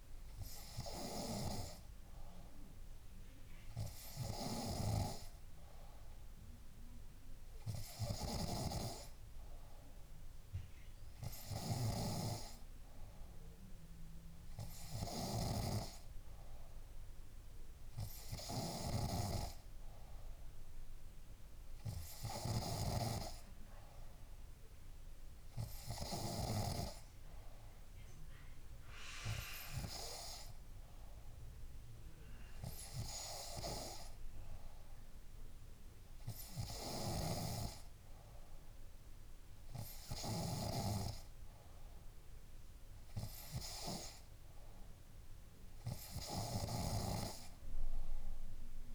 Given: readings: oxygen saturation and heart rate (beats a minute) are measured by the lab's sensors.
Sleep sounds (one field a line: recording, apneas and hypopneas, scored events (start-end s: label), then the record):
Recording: breathing in sleep by a room microphone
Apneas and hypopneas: none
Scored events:
none scored
From the record:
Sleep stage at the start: N3 (deep sleep)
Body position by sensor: on the back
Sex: female